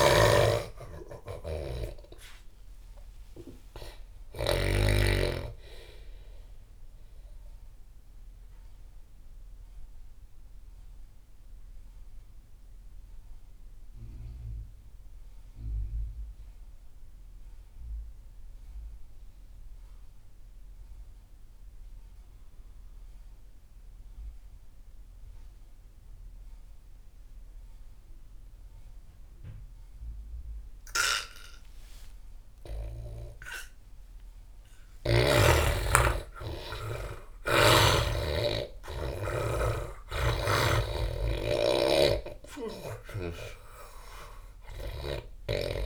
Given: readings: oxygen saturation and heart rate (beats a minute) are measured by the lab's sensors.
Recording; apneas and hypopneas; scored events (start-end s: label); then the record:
breathing in sleep by a room microphone; 1
0.00-4.50 s: snoring (device-marked)
0.00-12.50 s: oxygen desaturation (device-marked, oxygen 82% lowest)
7.50-32.00 s: obstructive apnea (oxygen 98% before, 83% lowest)
31.50-45.86 s: oxygen desaturation (device-marked, oxygen 98% before, 83% lowest)
33.50-37.50 s: arousal
37.00-45.86 s: snoring (device-marked)
From the record:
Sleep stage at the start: N2 (light sleep); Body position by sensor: on the back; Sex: male